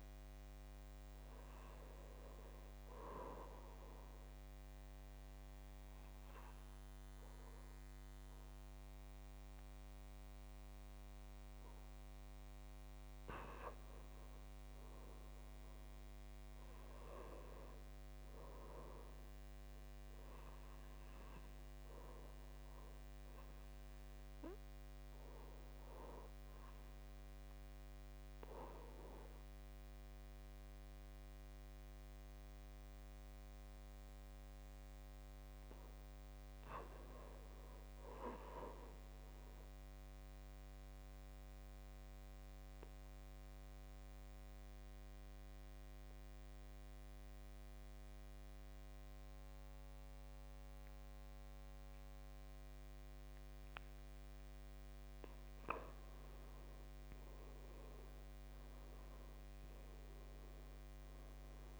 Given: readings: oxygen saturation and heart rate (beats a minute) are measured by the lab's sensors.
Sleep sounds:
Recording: breathing in sleep by a microphone on the trachea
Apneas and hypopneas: 3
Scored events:
0.00-5.00 s: oxygen desaturation (device-marked, oxygen 88% lowest, heart rate 54 extreme)
4.00-14.00 s: obstructive apnea (oxygen 96% before, 90% lowest, heart rate 59 before, 54 extreme, up 6 after)
15.50-19.00 s: arousal
22.50-34.00 s: obstructive apnea (oxygen 98% before, 86% lowest, heart rate 57 before, 56 extreme, up 5 after)
35.50-38.00 s: arousal
41.00-55.50 s: obstructive apnea (oxygen 98% before, 86% lowest, heart rate 58 before, 55 extreme, up 6 after)
53.00-61.00 s: oxygen desaturation (device-marked, oxygen 96% before, 91% lowest, heart rate 60 before, 54 extreme)
57.50-61.00 s: arousal
From the record:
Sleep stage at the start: N2 (light sleep)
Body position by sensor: on the back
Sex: male

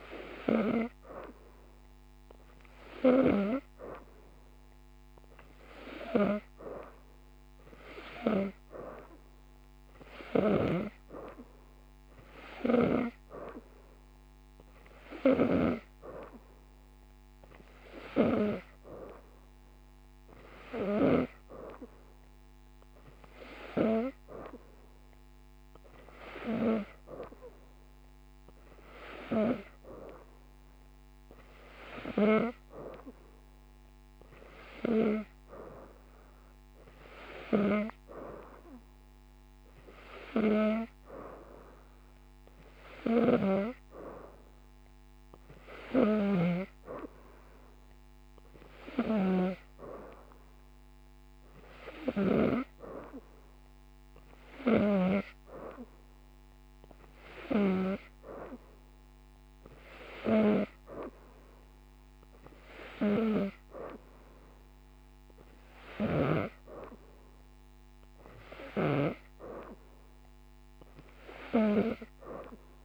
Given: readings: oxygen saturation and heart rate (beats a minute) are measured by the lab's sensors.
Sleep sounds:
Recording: breathing in sleep by a microphone on the trachea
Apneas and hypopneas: none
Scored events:
5.00-14.00 s: oxygen desaturation (device-marked, oxygen 97% before, 92% lowest)
From the record:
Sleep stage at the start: N2 (light sleep)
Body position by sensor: upright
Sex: female

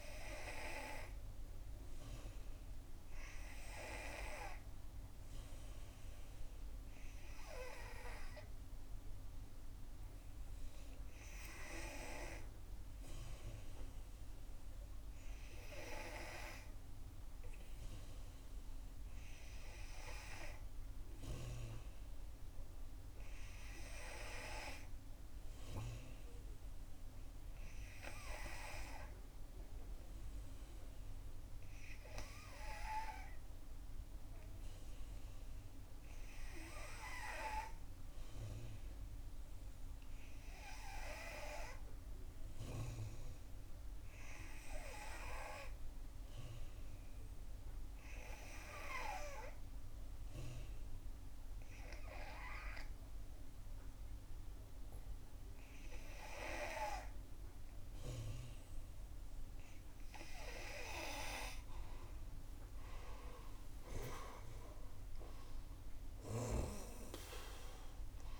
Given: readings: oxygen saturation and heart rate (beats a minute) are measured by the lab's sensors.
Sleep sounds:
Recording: breathing in sleep by a room microphone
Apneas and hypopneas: 1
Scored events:
48.50-60.00 s: hypopnea (oxygen 91% before, 88% lowest, heart rate 67 before, 64 extreme, up 7 after)
65.50-68.40 s: arousal
From the record:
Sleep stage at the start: N2 (light sleep)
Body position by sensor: on the back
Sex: female

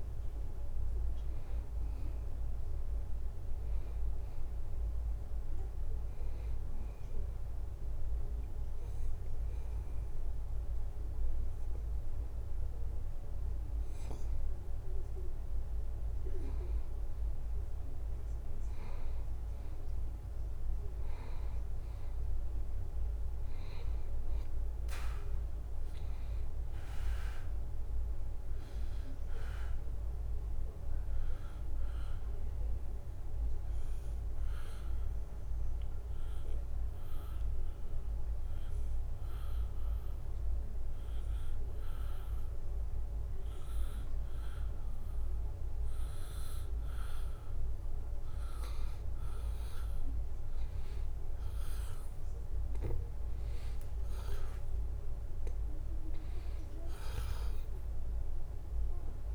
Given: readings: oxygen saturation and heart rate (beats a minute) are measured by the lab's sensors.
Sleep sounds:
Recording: breathing in sleep, hard to hear, by a room microphone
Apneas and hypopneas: 2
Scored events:
0.00-7.00 s: oxygen desaturation (device-marked, oxygen 90% lowest, heart rate 79 extreme)
7.50-17.50 s: hypopnea (oxygen 93% before, 90% lowest, heart rate 81 before, 79 extreme, up 0 after)
20.50-25.00 s: arousal
36.50-49.50 s: obstructive apnea (oxygen 94% before, 90% lowest, heart rate 80 before, 79 extreme, up 2 after)
54.00-59.35 s: oxygen desaturation (device-marked, oxygen 94% before, 90% lowest, heart rate 79 before, 79 extreme)
57.00-59.35 s: arousal
From the record:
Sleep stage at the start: N2 (light sleep)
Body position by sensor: on the back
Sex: male

